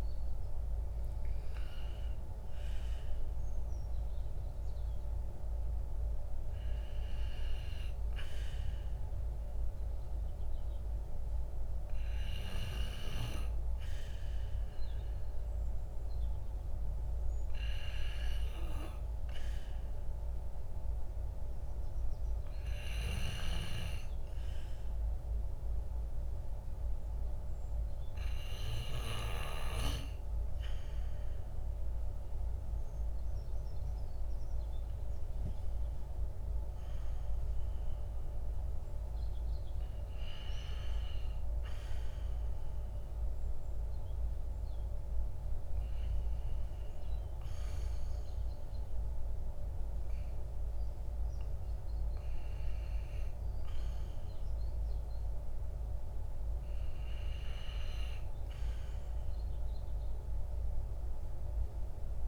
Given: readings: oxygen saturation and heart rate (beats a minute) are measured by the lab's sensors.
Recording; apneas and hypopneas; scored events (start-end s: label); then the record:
breathing in sleep by a room microphone; none
none scored
From the record:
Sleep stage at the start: REM sleep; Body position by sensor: on the back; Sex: male